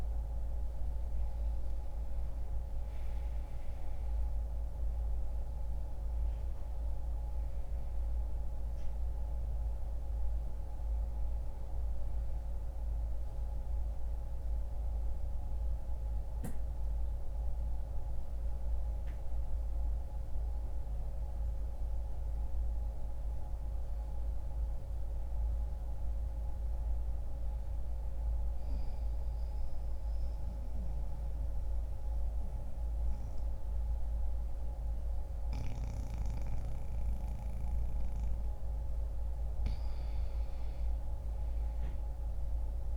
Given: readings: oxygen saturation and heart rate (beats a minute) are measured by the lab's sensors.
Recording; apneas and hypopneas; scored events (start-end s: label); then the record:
breathing in sleep, hard to hear, by a room microphone; 1
25.00-37.00 s: oxygen desaturation (device-marked, oxygen 94% before, 90% lowest, heart rate 63 before, 61 extreme)
28.00-38.00 s: central apnea (oxygen 95% before, 90% lowest, heart rate 63 before, 61 extreme, up 5 after)
40.00-42.97 s: arousal
From the record:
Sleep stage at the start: N2 (light sleep); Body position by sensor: on the back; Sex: male